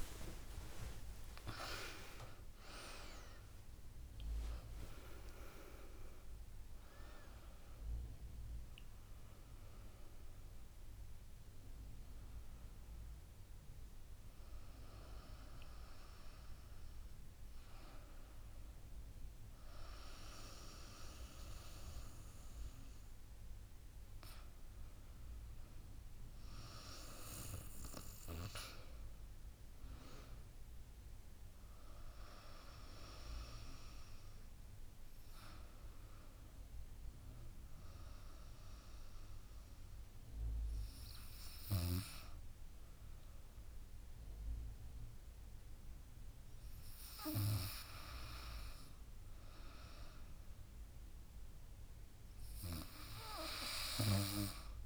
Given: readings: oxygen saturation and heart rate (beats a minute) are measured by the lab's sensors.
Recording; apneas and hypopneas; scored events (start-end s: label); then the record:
a person partly awake in a sleep study, by a room microphone; none
0.00-7.50 s: tachycardia (device-marked, heart rate 135 extreme)
0.00-12.50 s: drop in pulse transit time (device-marked, heart rate 89 extreme)
1.00-3.00 s: long interval between heartbeats (device-marked, heart rate 103 before, 119 extreme)
25.50-54.86 s: new sleep stage, N1 (lightest sleep)
From the record:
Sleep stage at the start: awake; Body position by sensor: on the back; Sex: female